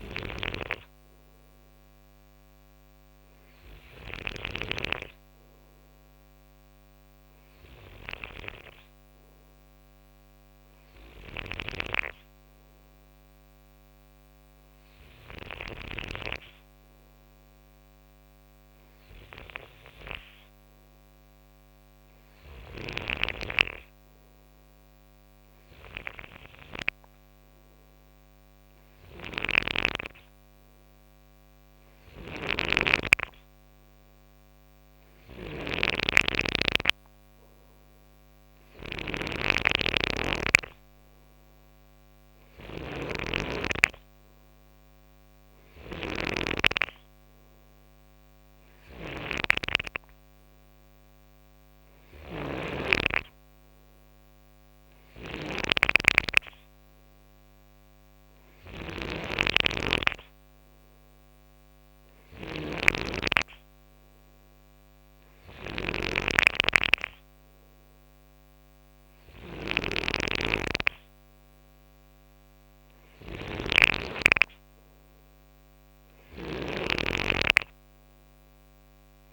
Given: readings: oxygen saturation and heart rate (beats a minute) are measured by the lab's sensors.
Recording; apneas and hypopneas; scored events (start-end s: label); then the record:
breathing in sleep by a microphone on the trachea; none
0.00-4.00 s: snoring (device-marked)
11.00-15.50 s: snoring (device-marked)
28.50-79.33 s: snoring (device-marked)
From the record:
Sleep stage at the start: N2 (light sleep); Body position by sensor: on the right side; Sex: male